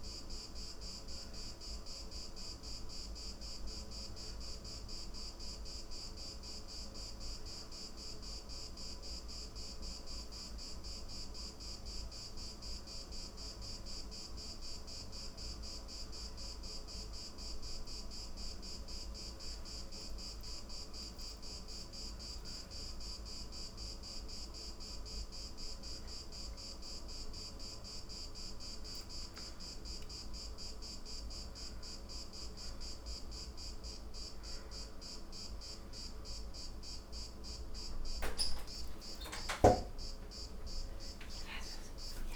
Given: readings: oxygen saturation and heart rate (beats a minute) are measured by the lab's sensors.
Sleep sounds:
a person awake in a sleep study, hard to hear, by a room microphone; none
none scored
From the record:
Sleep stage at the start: awake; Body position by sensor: on the back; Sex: female

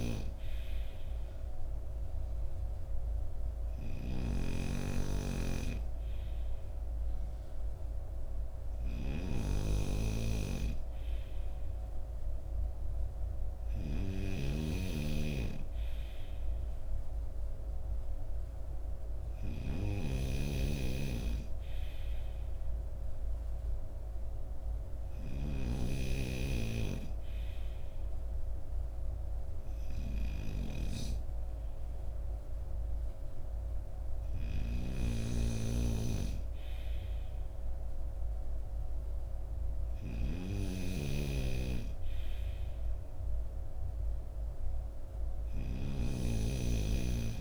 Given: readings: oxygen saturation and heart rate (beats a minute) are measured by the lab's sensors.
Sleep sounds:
breathing in sleep by a room microphone; none
0.00-47.41 s: snoring (device-marked)
From the record:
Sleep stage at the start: N2 (light sleep); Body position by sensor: on the front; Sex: male

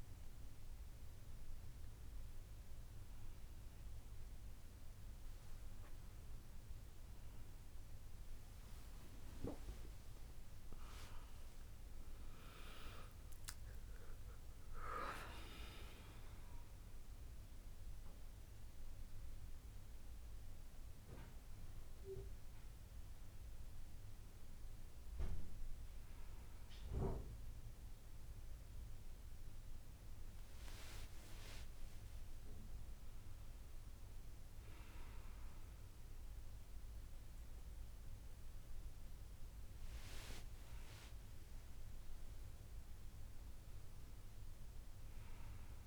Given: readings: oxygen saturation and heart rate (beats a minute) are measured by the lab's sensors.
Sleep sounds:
a person awake in a sleep study, by a room microphone; none
none scored
From the record:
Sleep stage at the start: awake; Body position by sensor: on the back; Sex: female

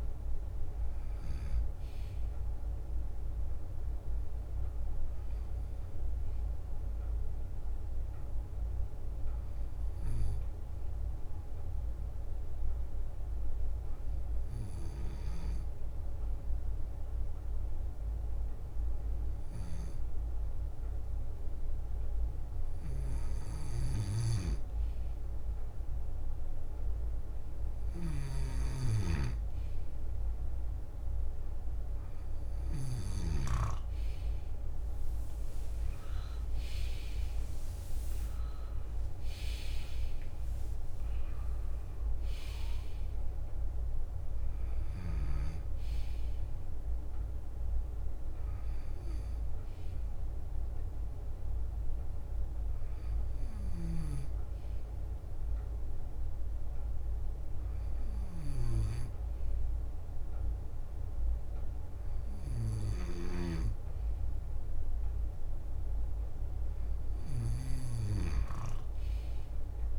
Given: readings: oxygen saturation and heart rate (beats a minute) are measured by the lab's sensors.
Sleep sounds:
breathing in sleep by a room microphone; 1
0.50-2.00 s: leg movement (device-marked)
3.00-33.00 s: bradycardia (device-marked, heart rate 62 before, 53 extreme)
6.00-24.00 s: hypopnea (oxygen 98% before, 95% lowest, heart rate 72 before, 53 extreme, up 4 after)
7.00-9.50 s: leg movement (device-marked)
22.00-38.00 s: drop in pulse transit time (device-marked, heart rate 57 before, 55 extreme)
24.00-33.50 s: snoring (device-marked)
31.00-42.00 s: oxygen desaturation (device-marked, oxygen 99% before, 95% lowest, heart rate 55 before, 54 extreme)
34.00-42.50 s: leg movement (device-marked)
35.50-40.50 s: arousal
43.50-52.00 s: leg movement (device-marked)
45.00-69.99 s: bradycardia (device-marked, heart rate 62 before, 54 extreme)
56.00-69.99 s: drop in pulse transit time (device-marked, heart rate 61 before, 54 extreme)
64.00-69.99 s: leg movement (device-marked)
From the record:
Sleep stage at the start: N2 (light sleep); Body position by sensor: on the left side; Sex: male

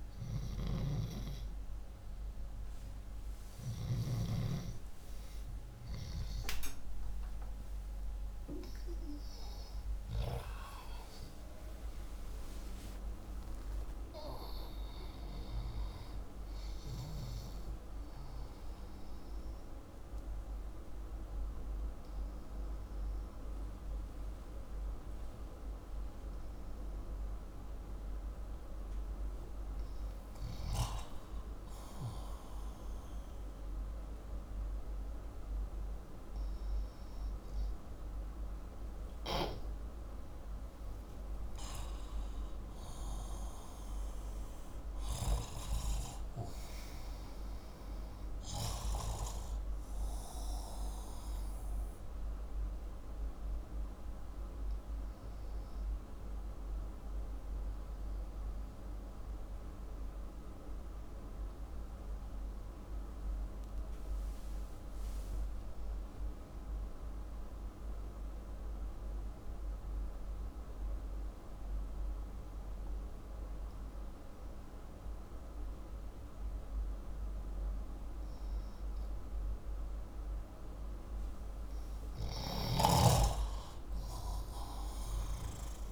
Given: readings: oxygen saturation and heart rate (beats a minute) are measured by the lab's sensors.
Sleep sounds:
breathing in sleep by a room microphone; 1
0.00-4.00 s: snoring (device-marked)
6.50-13.50 s: arousal
44.50-48.00 s: arousal
45.50-67.50 s: oxygen desaturation (device-marked, oxygen 95% before, 88% lowest, heart rate 98 before, 59 extreme)
52.50-79.50 s: obstructive apnea (oxygen 96% before, 88% lowest, heart rate 87 before, 59 extreme)
82.00-85.92 s: snoring (device-marked)
From the record:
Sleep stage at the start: N2 (light sleep); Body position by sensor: upright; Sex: male

